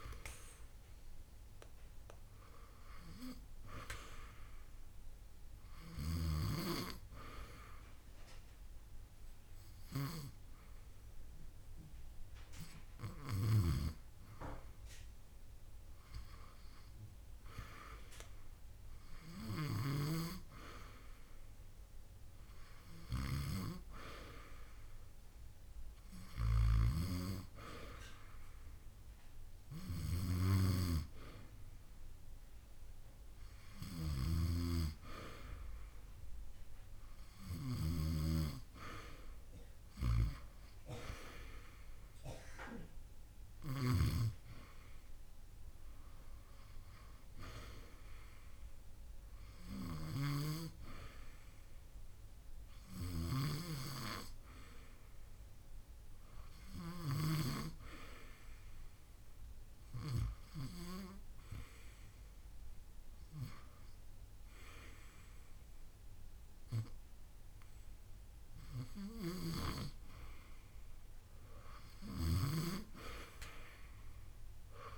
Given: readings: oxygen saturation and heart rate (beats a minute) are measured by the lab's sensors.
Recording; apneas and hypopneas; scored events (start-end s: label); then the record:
breathing in sleep by a room microphone; 2
5.00-17.50 s: hypopnea (oxygen 94% before, 90% lowest)
20.00-23.50 s: arousal
25.50-38.50 s: oxygen desaturation (device-marked, oxygen 93% before, 90% lowest)
49.00-62.00 s: hypopnea (oxygen 93% before, 89% lowest)
60.50-62.50 s: long interval between heartbeats (device-marked)
65.00-69.00 s: arousal
73.50-74.98 s: oxygen desaturation (device-marked, oxygen 92% before, 89% lowest)
From the record:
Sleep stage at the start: N2 (light sleep); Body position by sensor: on the back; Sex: female